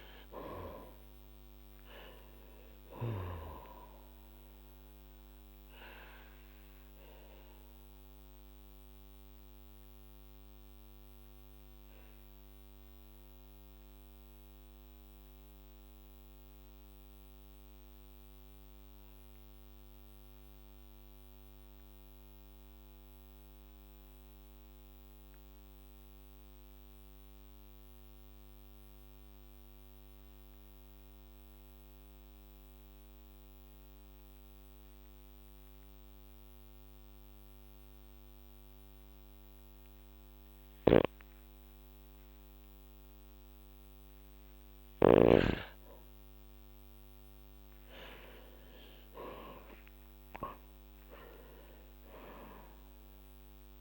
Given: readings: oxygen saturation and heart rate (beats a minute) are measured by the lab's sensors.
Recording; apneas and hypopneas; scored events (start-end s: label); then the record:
breathing in sleep by a microphone on the trachea; 1
0.00-1.50 s: arousal
0.00-7.50 s: oxygen desaturation (device-marked, oxygen 92% lowest, heart rate 44 extreme)
4.00-44.50 s: obstructive apnea (oxygen 98% before, 94% lowest, heart rate 57 before, 44 extreme, up 13 after)
36.50-43.50 s: oxygen desaturation (device-marked, oxygen 99% before, 94% lowest, heart rate 48 before, 45 extreme)
40.50-45.00 s: snoring (device-marked)
46.50-51.00 s: arousal
From the record:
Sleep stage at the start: N2 (light sleep); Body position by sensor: on the back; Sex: male